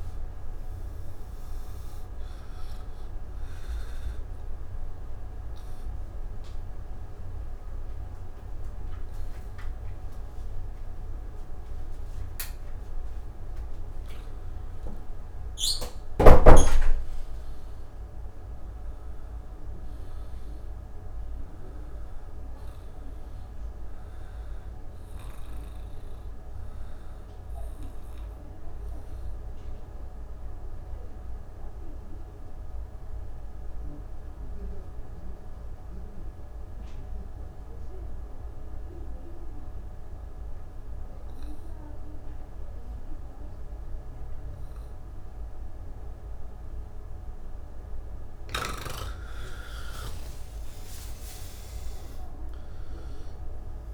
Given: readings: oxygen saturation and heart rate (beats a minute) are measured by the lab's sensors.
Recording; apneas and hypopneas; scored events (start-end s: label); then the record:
breathing in sleep by a room microphone; 2
0.00-21.00 s: oxygen desaturation (device-marked, oxygen 85% lowest)
6.00-16.00 s: obstructive apnea (oxygen 97% before, 85% lowest)
31.50-47.50 s: obstructive apnea (oxygen 98% before, 85% lowest)
44.00-53.94 s: oxygen desaturation (device-marked, oxygen 97% before, 85% lowest, heart rate 40 before, 66 extreme)
From the record:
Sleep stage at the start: N1 (lightest sleep); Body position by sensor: on the back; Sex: male